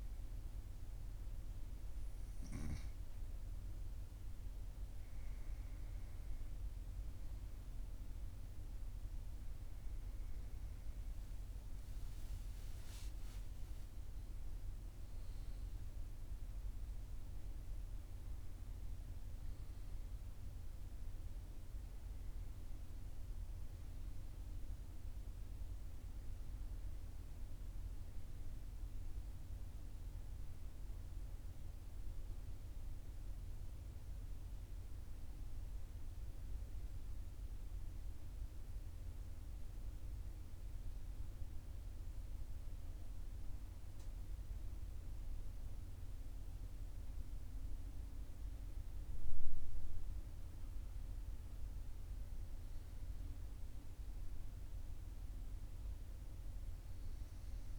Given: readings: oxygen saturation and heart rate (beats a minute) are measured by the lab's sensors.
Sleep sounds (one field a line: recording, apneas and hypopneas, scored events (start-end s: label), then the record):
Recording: breathing in sleep, hard to hear, by a room microphone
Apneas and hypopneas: none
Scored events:
11.00-15.50 s: arousal
From the record:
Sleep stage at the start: N1 (lightest sleep)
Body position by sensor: on the right side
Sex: male